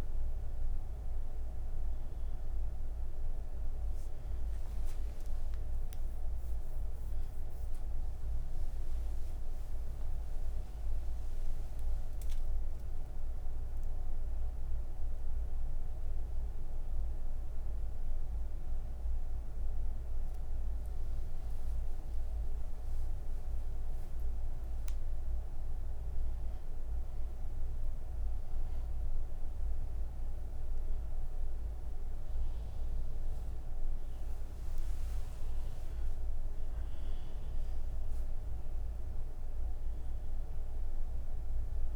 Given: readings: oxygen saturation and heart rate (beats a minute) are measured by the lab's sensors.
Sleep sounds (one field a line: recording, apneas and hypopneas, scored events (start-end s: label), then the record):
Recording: breathing in sleep, hard to hear, by a room microphone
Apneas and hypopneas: 1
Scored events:
5.00-18.00 s: oxygen desaturation (device-marked, oxygen 96% before, 91% lowest)
23.00-33.00 s: hypopnea (oxygen 96% before, 93% lowest)
From the record:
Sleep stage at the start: N2 (light sleep)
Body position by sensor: on the back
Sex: female